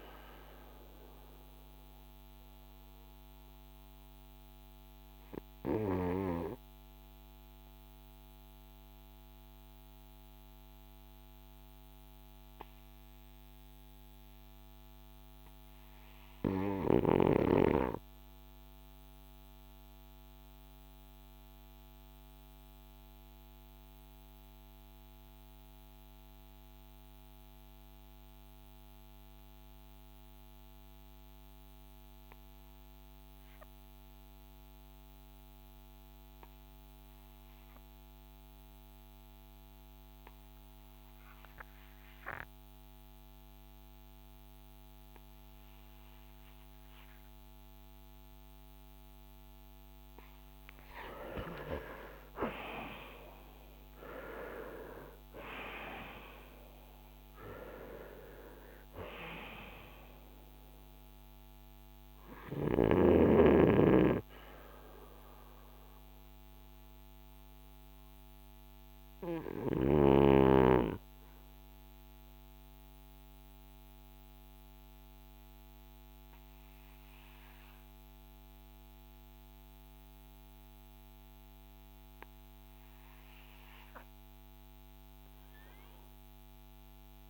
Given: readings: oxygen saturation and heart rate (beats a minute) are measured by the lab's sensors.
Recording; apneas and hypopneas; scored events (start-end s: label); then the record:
breathing in sleep by a microphone on the trachea; 1
0.00-26.00 s: oxygen desaturation (device-marked, oxygen 70% lowest, heart rate 46 extreme)
1.50-49.50 s: obstructive apnea (oxygen 91% before, 70% lowest, heart rate 65 before, 51 extreme, up 11 after)
31.00-86.00 s: oxygen desaturation (device-marked, oxygen 97% before, 73% lowest, heart rate 53 before, 53 extreme)
51.00-55.50 s: arousal
From the record:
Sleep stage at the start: REM sleep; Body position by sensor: on the front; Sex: male